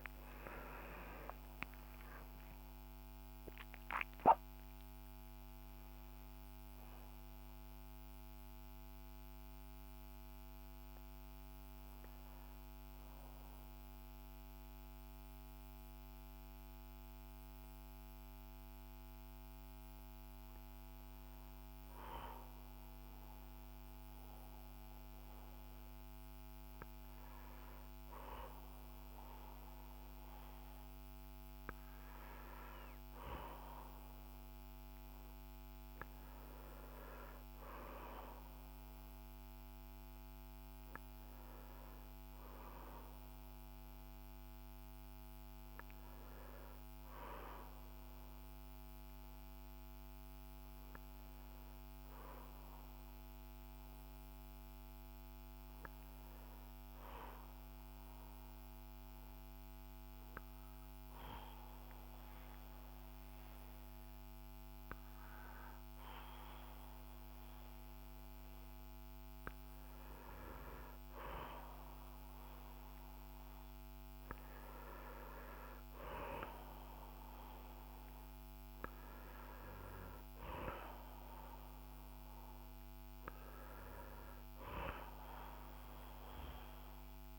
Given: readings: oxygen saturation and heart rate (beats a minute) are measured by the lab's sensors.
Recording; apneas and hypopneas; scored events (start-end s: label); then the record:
a person partly awake in a sleep study, by a microphone on the trachea; none
30.00-87.39 s: new sleep stage, N1 (lightest sleep)
From the record:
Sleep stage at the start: awake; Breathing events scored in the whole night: 340 in 7.2 hours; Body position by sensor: on the back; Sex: male